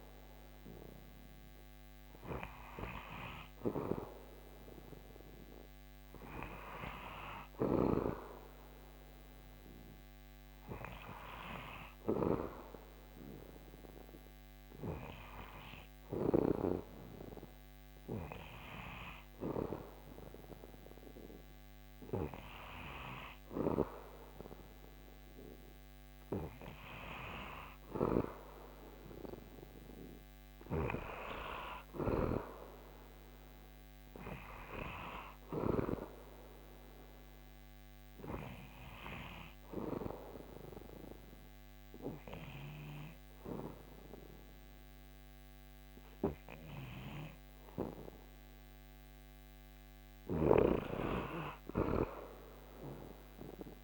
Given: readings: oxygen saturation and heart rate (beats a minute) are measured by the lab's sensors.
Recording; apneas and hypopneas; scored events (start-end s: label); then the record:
breathing in sleep by a microphone on the trachea; 2
10.50-21.50 s: hypopnea (oxygen 98% before, 95% lowest, heart rate 75 before, 73 extreme, up 1 after)
26.50-30.50 s: arousal
37.50-49.00 s: obstructive apnea (oxygen 98% before, 95% lowest, heart rate 76 before, 71 extreme, up 6 after)
49.50-53.84 s: snoring (device-marked)
52.50-53.84 s: arousal
From the record:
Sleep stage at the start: N2 (light sleep); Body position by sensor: on the back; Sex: male